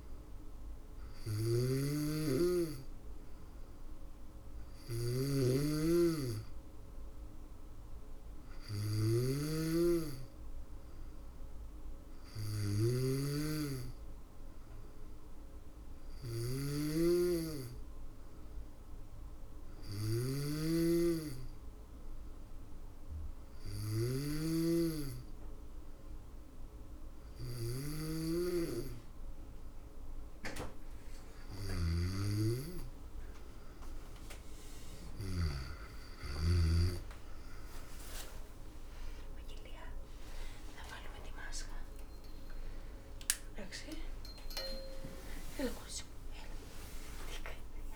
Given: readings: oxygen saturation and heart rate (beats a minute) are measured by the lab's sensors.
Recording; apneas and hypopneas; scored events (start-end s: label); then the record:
breathing in sleep by a room microphone; none
0.00-38.50 s: snoring (device-marked)
43.00-47.96 s: new sleep stage, awake
From the record:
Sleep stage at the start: N2 (light sleep); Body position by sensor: on the back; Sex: female